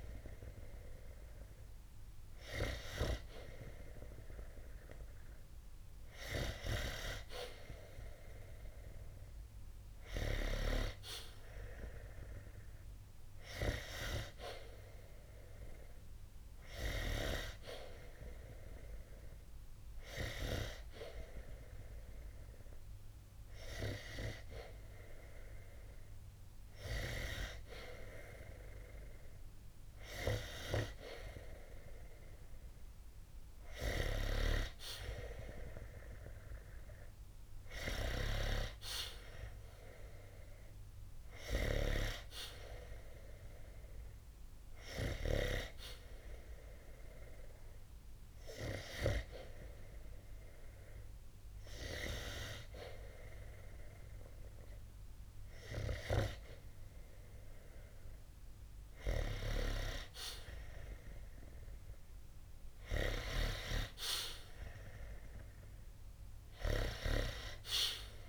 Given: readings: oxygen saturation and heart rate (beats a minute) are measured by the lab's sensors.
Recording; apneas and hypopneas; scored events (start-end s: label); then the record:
breathing in sleep by a room microphone; 2
12.00-15.00 s: arousal
18.50-29.50 s: hypopnea (oxygen 94% before, 91% lowest, heart rate 68 before, 60 extreme, up 7 after)
34.50-37.50 s: arousal
45.50-58.50 s: hypopnea (oxygen 94% before, 91% lowest, heart rate 70 before, 60 extreme, up 4 after)
61.50-65.50 s: arousal
From the record:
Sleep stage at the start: N2 (light sleep); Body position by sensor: on the back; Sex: male